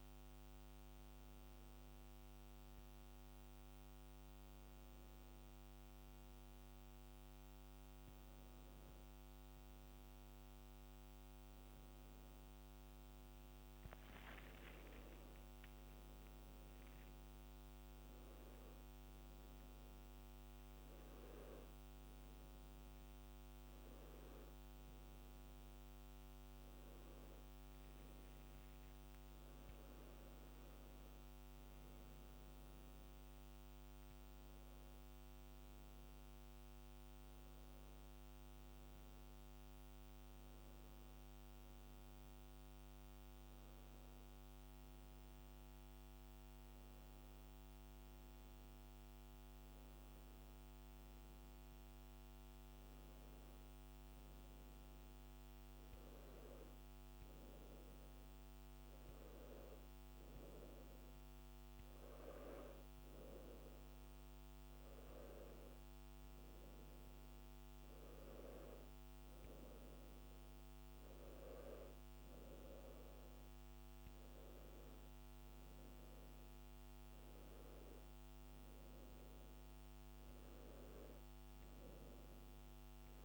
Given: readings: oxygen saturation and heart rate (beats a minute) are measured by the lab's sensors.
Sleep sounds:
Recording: breathing in sleep, hard to hear, by a microphone on the trachea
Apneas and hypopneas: none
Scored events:
14.50-18.50 s: arousal
From the record:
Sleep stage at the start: N2 (light sleep)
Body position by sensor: on the back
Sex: male

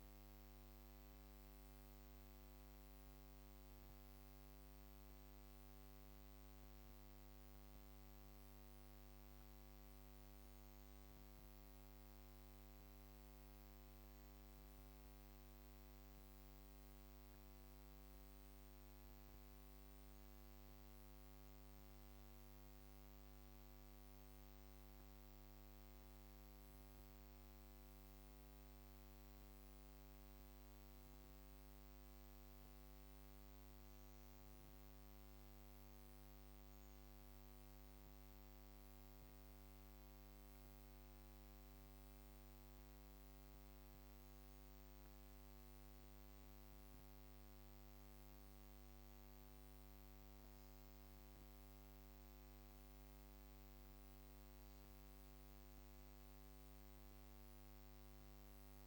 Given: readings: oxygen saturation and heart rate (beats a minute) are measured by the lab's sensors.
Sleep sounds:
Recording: breathing in sleep, hard to hear, by a microphone on the trachea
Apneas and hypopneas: 1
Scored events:
10.50-53.50 s: hypopnea (oxygen 96% before, 94% lowest)
From the record:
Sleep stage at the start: N2 (light sleep)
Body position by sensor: on the back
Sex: female

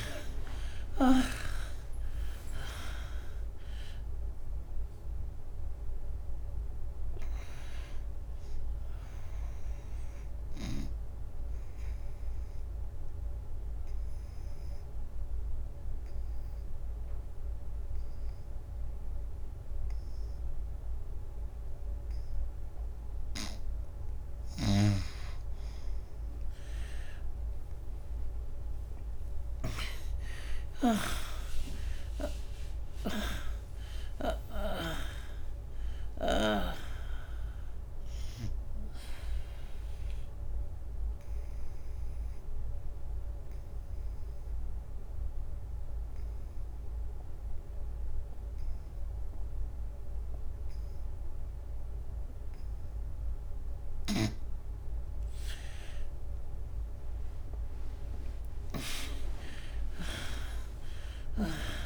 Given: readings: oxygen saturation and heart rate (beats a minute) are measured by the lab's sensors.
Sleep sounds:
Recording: breathing in sleep by a room microphone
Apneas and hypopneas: 2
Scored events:
0.00-1.00 s: arousal
0.00-20.00 s: oxygen desaturation (device-marked, oxygen 98% before, 83% lowest, heart rate 81 before, 68 extreme)
12.00-23.50 s: obstructive apnea (oxygen 98% before, 83% lowest, heart rate 85 before, 68 extreme, up 10 after)
25.50-30.00 s: arousal
33.00-46.00 s: oxygen desaturation (device-marked, oxygen 99% before, 83% lowest, heart rate 76 before, 69 extreme)
40.00-53.50 s: obstructive apnea (oxygen 99% before, 80% lowest, heart rate 83 before, 69 extreme, up 10 after)
55.00-59.50 s: arousal
60.00-61.85 s: oxygen desaturation (device-marked, oxygen 98% before, 83% lowest, heart rate 78 before, 69 extreme)
From the record:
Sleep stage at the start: N2 (light sleep)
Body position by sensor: on the right side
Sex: female

